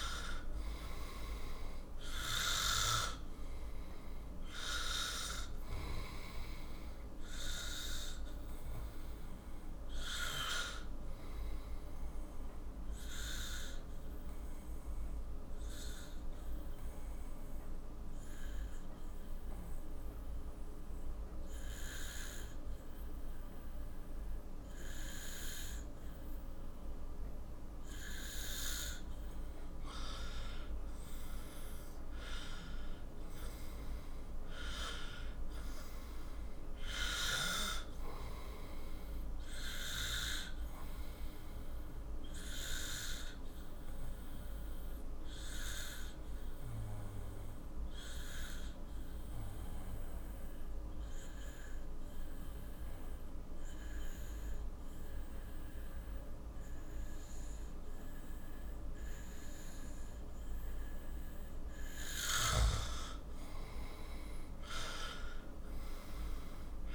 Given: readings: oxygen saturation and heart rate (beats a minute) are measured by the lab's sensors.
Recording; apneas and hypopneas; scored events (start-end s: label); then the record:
breathing in sleep by a room microphone; 2
0.00-17.00 s: oxygen desaturation (device-marked, oxygen 92% lowest, heart rate 46 extreme)
13.00-29.50 s: obstructive apnea (oxygen 98% before, 92% lowest, heart rate 53 before, 45 extreme, up 10 after)
30.00-55.00 s: oxygen desaturation (device-marked, oxygen 97% before, 93% lowest, heart rate 49 before, 45 extreme)
32.00-36.00 s: arousal
41.00-61.50 s: obstructive apnea (oxygen 97% before, 92% lowest, heart rate 54 before, 41 extreme, up 9 after)
63.00-66.95 s: arousal
From the record:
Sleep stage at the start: N2 (light sleep); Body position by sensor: on the back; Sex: male